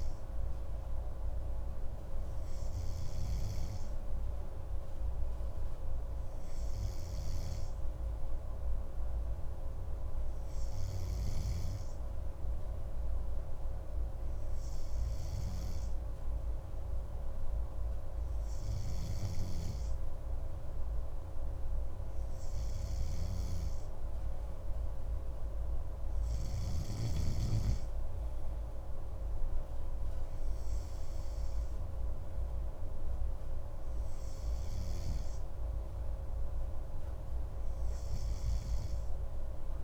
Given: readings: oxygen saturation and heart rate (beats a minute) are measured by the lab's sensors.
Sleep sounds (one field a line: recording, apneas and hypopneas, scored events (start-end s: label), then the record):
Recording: breathing in sleep, hard to hear, by a room microphone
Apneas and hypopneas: none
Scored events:
none scored
From the record:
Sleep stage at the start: N3 (deep sleep)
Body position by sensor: on the right side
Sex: male